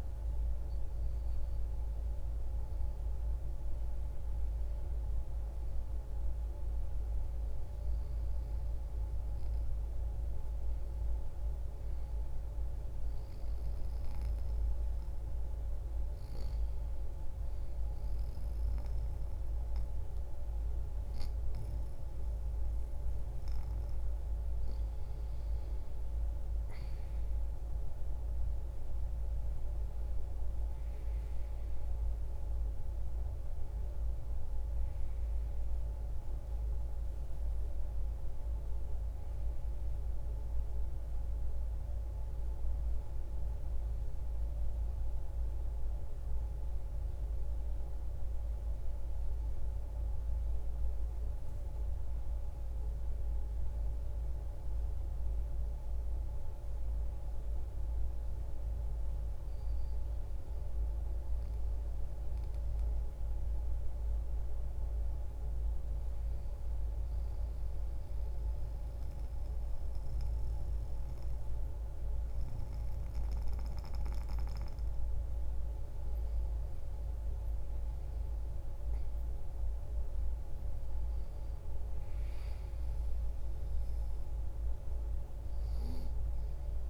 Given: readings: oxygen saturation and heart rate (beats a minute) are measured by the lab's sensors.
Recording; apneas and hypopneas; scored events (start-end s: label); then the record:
breathing in sleep, hard to hear, by a room microphone; 1
65.50-75.50 s: mixed apnea (oxygen 96% before, 92% lowest, heart rate 46 before, 38 extreme, up 19 after)
77.00-80.50 s: arousal
From the record:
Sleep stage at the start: N1 (lightest sleep); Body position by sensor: on the back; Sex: male